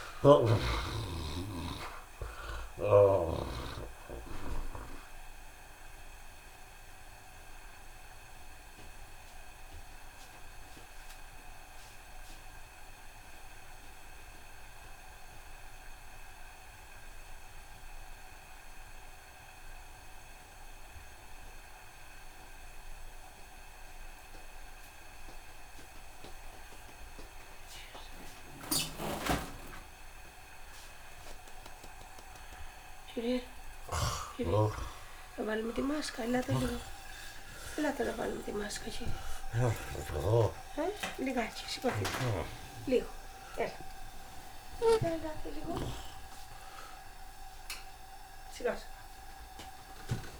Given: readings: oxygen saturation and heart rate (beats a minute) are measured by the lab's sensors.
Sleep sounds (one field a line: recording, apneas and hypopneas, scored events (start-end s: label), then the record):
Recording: breathing in sleep by a room microphone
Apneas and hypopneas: 1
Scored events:
0.00-1.50 s: tachycardia (device-marked, heart rate 147 extreme)
0.00-2.00 s: long interval between heartbeats (device-marked, heart rate 91 before, 125 extreme)
0.00-3.50 s: snoring (device-marked)
0.00-15.50 s: oxygen desaturation (device-marked, oxygen 54% lowest, heart rate 47 extreme)
1.50-8.50 s: bradycardia (device-marked, heart rate 82 before, 56 extreme)
2.50-4.50 s: long interval between heartbeats (device-marked, heart rate 101 before, 108 extreme)
5.50-32.50 s: mixed apnea (oxygen 62% before, 54% lowest, heart rate 103 before, 52 extreme)
6.00-8.00 s: long interval between heartbeats (device-marked, heart rate 103 before, 57 extreme)
9.50-11.50 s: bradycardia (device-marked, heart rate 82 before, 50 extreme)
11.50-13.50 s: long interval between heartbeats (device-marked, heart rate 95 before, 52 extreme)
32.50-49.50 s: tachycardia (device-marked, heart rate 81 before, 182 extreme)
34.50-36.50 s: long interval between heartbeats (device-marked, heart rate 74 before, 98 extreme)
37.00-39.00 s: long interval between heartbeats (device-marked, heart rate 78 before, 134 extreme)
39.50-41.50 s: long interval between heartbeats (device-marked, heart rate 91 before, 169 extreme)
42.50-44.50 s: long interval between heartbeats (device-marked, heart rate 106 before, 143 extreme)
45.00-47.00 s: long interval between heartbeats (device-marked, heart rate 113 before, 120 extreme)
45.50-50.40 s: new sleep stage, awake
47.00-49.00 s: long interval between heartbeats (device-marked, heart rate 117 before, 138 extreme)
From the record:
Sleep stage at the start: N2 (light sleep)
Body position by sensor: on the right side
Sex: male